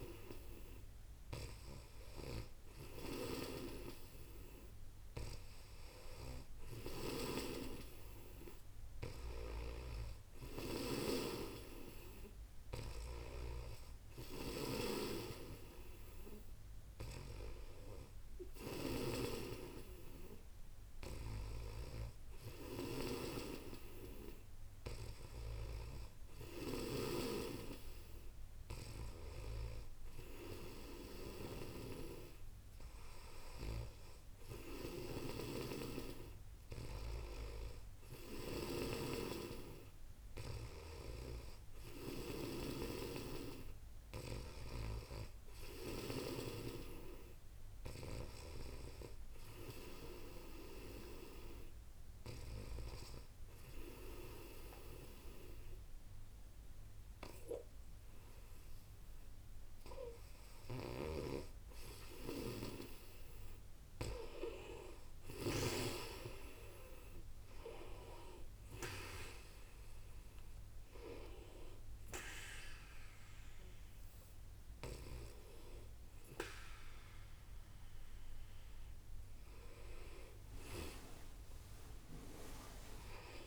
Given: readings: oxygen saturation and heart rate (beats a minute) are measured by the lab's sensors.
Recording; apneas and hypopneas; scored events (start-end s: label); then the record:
breathing in sleep by a room microphone; 1
0.00-7.00 s: snoring (device-marked)
9.00-18.50 s: snoring (device-marked)
20.50-42.00 s: snoring (device-marked)
44.00-48.00 s: snoring (device-marked)
52.00-62.50 s: hypopnea (oxygen 96% before, 92% lowest, heart rate 66 before, 62 extreme, up 2 after)
60.00-65.50 s: snoring (device-marked)
75.50-83.47 s: oxygen desaturation (device-marked, oxygen 95% before, 92% lowest, heart rate 63 before, 63 extreme)
81.00-83.47 s: arousal
From the record:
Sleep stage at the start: N2 (light sleep); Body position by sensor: on the back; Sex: female